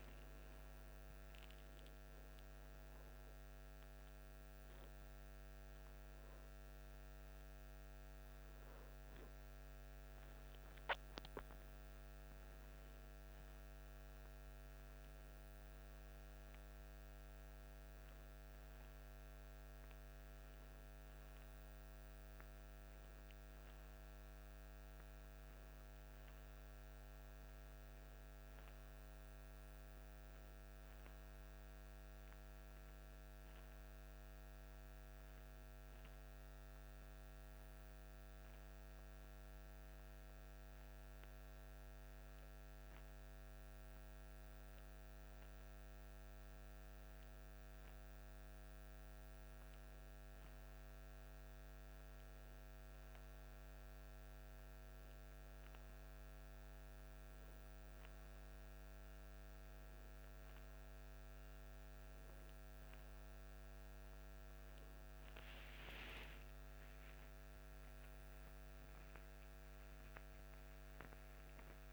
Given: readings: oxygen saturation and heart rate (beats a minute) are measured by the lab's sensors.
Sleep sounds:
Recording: breathing in sleep, hard to hear, by a microphone on the trachea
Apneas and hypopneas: none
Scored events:
none scored
From the record:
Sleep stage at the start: N2 (light sleep)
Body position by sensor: on the back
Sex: male

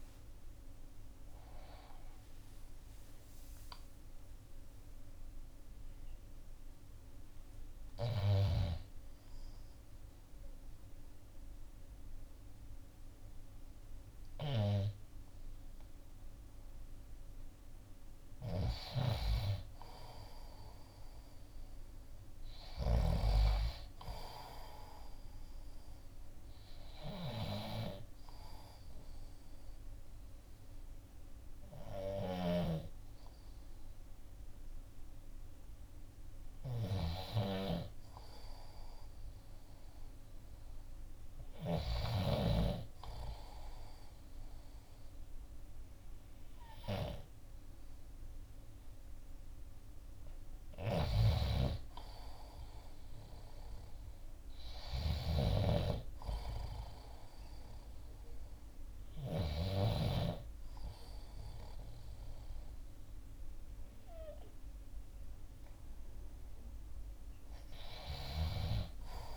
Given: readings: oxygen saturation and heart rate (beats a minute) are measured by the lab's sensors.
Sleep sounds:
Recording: breathing in sleep by a room microphone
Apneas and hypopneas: 2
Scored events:
0.00-8.50 s: drop in pulse transit time (device-marked, heart rate 65 extreme)
8.50-18.50 s: mixed apnea (oxygen 94% before, 91% lowest, heart rate 66 before, 57 extreme, up 7 after)
18.50-23.00 s: snoring (device-marked)
20.00-23.00 s: arousal
28.00-39.00 s: hypopnea (oxygen 98% before, 91% lowest, heart rate 63 before, 57 extreme, up 6 after)
31.50-45.50 s: oxygen desaturation (device-marked, oxygen 98% before, 91% lowest, heart rate 63 before, 58 extreme)
32.00-42.50 s: snoring (device-marked)
42.00-46.00 s: arousal
50.50-59.50 s: snoring (device-marked)
From the record:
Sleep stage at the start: N2 (light sleep)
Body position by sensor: on the left side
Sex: male

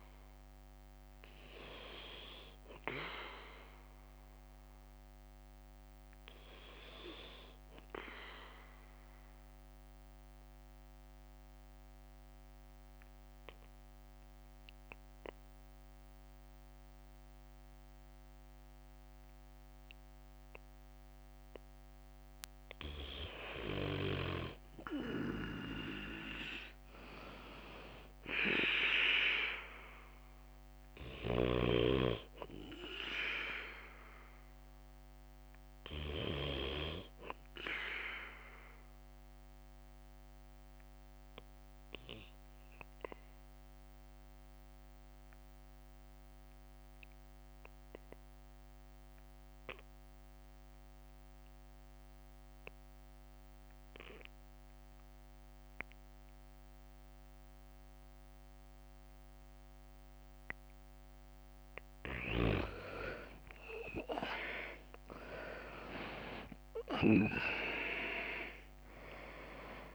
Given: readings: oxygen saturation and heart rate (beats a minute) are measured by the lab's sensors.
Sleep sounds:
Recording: breathing in sleep by a microphone on the trachea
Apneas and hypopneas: 2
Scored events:
0.00-6.50 s: drop in pulse transit time (device-marked, heart rate 53 extreme)
0.00-23.50 s: oxygen desaturation (device-marked, oxygen 90% lowest, heart rate 53 extreme)
0.00-64.50 s: bradycardia (device-marked, heart rate 45 extreme)
7.50-22.00 s: mixed apnea (oxygen 98% before, 90% lowest, heart rate 58 before, 53 extreme, up 3 after)
25.50-60.50 s: oxygen desaturation (device-marked, oxygen 98% before, 90% lowest, heart rate 54 before, 45 extreme)
26.50-30.00 s: arousal
29.50-50.50 s: drop in pulse transit time (device-marked, heart rate 55 before, 53 extreme)
39.00-60.50 s: obstructive apnea (oxygen 98% before, 86% lowest, heart rate 55 before, 45 extreme, up 13 after)
62.00-66.00 s: arousal
66.50-69.94 s: drop in pulse transit time (device-marked, heart rate 51 before, 58 extreme)
66.50-69.94 s: oxygen desaturation (device-marked, oxygen 97% before, 90% lowest, heart rate 51 before, 53 extreme)
From the record:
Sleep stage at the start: N2 (light sleep)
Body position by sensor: on the back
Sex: male

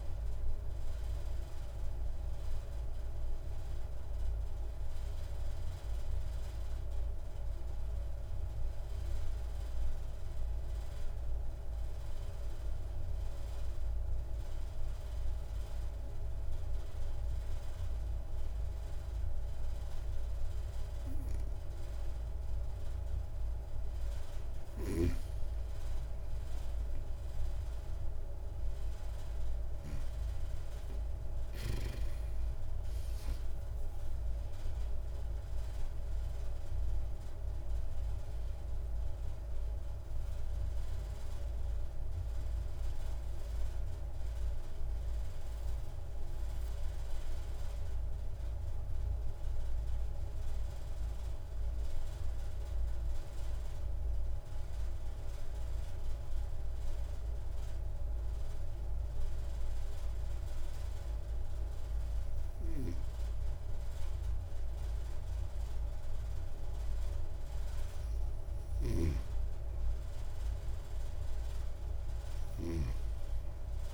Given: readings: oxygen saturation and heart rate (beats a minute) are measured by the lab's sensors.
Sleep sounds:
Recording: breathing in sleep, hard to hear, by a room microphone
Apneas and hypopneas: 2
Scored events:
0.00-13.00 s: oxygen desaturation (device-marked, oxygen 90% lowest)
2.00-23.50 s: mixed apnea (oxygen 96% before, 90% lowest)
26.50-31.50 s: arousal
32.00-56.00 s: oxygen desaturation (device-marked, oxygen 96% before, 92% lowest)
34.00-36.00 s: long interval between heartbeats (device-marked)
37.50-39.50 s: long interval between heartbeats (device-marked, heart rate 35 before, 68 extreme)
44.50-61.50 s: central apnea (oxygen 96% before, 92% lowest)
47.50-49.50 s: long interval between heartbeats (device-marked)
64.00-68.50 s: arousal
68.00-72.50 s: snoring (device-marked)
From the record:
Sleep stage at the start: N2 (light sleep)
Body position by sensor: on the right side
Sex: female

